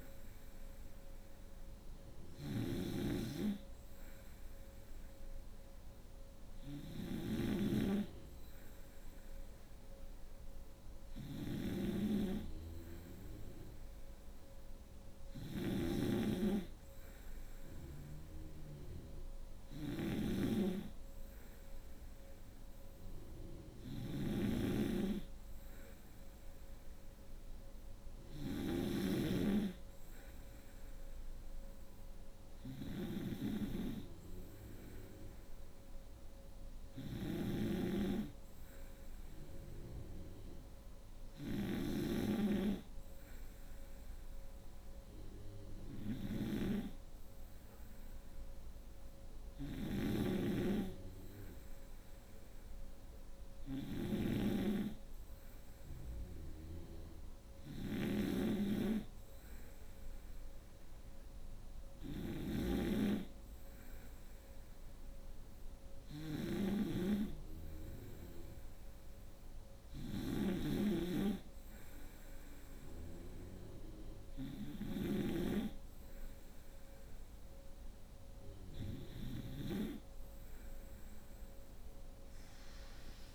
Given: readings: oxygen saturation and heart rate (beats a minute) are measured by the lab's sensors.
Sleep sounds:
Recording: breathing in sleep by a room microphone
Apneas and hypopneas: none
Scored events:
0.00-78.50 s: snoring (device-marked)
From the record:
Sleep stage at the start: N3 (deep sleep)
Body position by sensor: on the right side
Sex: female

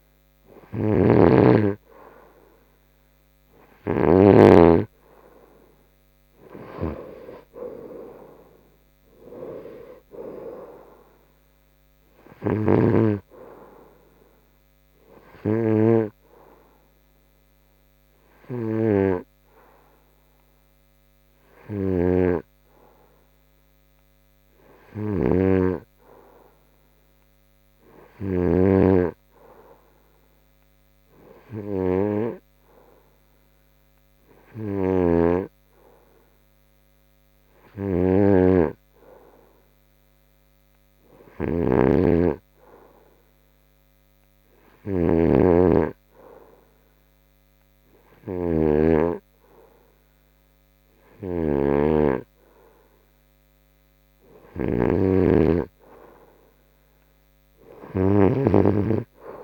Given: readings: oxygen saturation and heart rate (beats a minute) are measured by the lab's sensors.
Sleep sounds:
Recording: breathing in sleep by a microphone on the trachea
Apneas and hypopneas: 1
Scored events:
0.00-3.50 s: arousal
18.00-53.50 s: hypopnea (oxygen 92% before, 90% lowest, heart rate 79 before, 69 extreme, up 7 after)
37.50-59.44 s: oxygen desaturation (device-marked, oxygen 95% before, 90% lowest, heart rate 75 before, 69 extreme)
57.50-59.44 s: arousal
From the record:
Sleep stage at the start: N2 (light sleep)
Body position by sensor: on the front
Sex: male

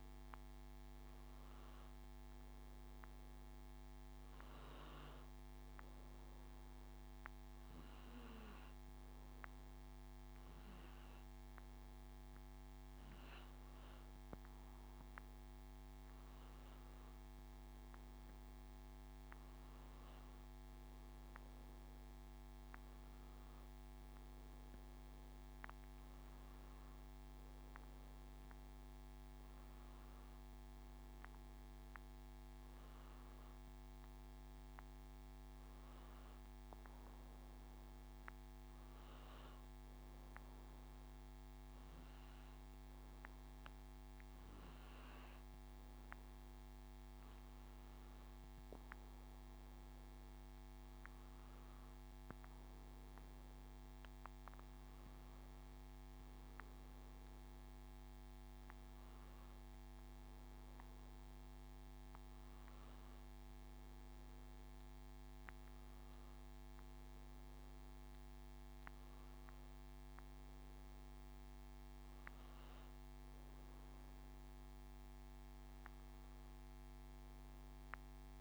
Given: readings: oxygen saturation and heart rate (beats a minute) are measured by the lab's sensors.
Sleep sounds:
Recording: breathing in sleep, hard to hear, by a microphone on the trachea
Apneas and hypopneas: 2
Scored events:
4.00-14.50 s: hypopnea (oxygen 97% before, 94% lowest, heart rate 85 before, 83 extreme, up 4 after)
16.50-20.00 s: arousal
38.00-49.00 s: hypopnea (oxygen 97% before, 95% lowest, heart rate 86 before, 84 extreme, up 3 after)
51.00-54.50 s: arousal
From the record:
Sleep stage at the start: N2 (light sleep)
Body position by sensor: on the back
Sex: male

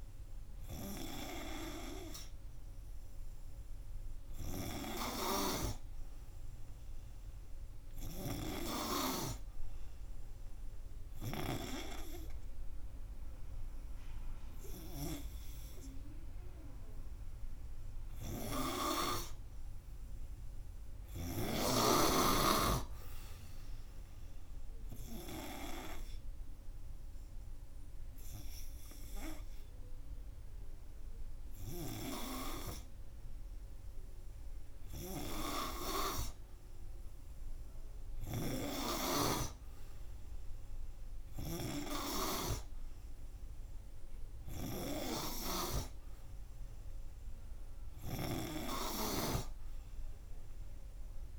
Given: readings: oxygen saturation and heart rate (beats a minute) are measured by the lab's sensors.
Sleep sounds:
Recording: breathing in sleep by a room microphone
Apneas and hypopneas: none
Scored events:
none scored
From the record:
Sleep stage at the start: N3 (deep sleep)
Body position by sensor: on the front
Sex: male

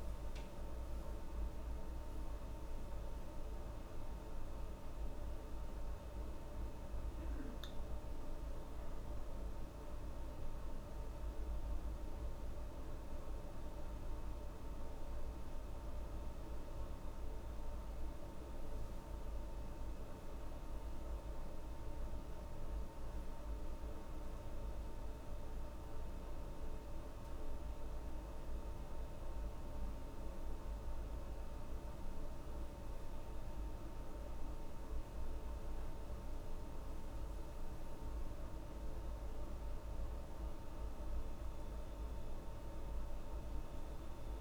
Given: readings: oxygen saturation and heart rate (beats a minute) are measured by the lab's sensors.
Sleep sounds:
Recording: breathing in sleep, hard to hear, by a room microphone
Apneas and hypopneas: none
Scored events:
none scored
From the record:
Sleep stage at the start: N2 (light sleep)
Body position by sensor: on the back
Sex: female

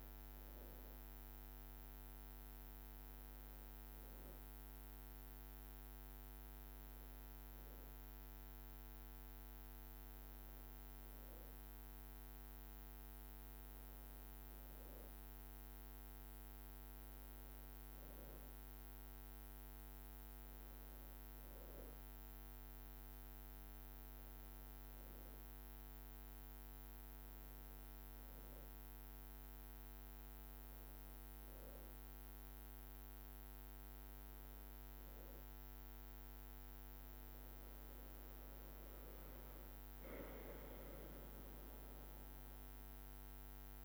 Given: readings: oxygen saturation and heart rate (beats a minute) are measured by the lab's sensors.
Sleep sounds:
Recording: breathing in sleep, hard to hear, by a microphone on the trachea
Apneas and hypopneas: none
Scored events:
none scored
From the record:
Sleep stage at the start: N2 (light sleep)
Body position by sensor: on the back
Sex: female

